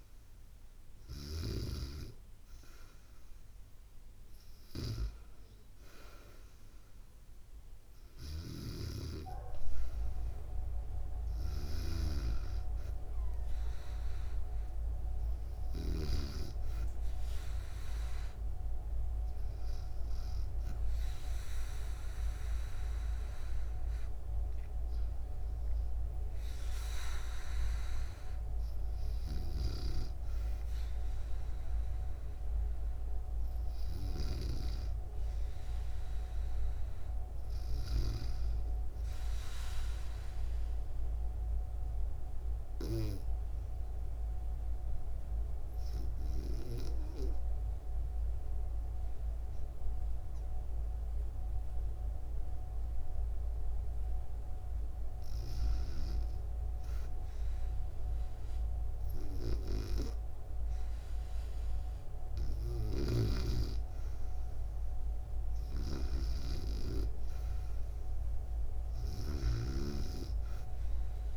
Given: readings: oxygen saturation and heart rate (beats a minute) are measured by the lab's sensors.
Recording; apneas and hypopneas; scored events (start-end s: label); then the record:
breathing in sleep by a room microphone; 1
0.00-1.00 s: snoring (device-marked)
7.50-12.50 s: arousal
7.50-15.50 s: snoring (device-marked)
29.00-33.00 s: arousal
29.00-34.00 s: snoring (device-marked)
39.50-54.50 s: obstructive apnea (oxygen 97% before, 94% lowest, heart rate 74 before, 65 extreme, up 5 after)
58.50-62.50 s: arousal
65.00-71.37 s: snoring (device-marked)
From the record:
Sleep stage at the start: REM sleep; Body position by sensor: on the back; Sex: female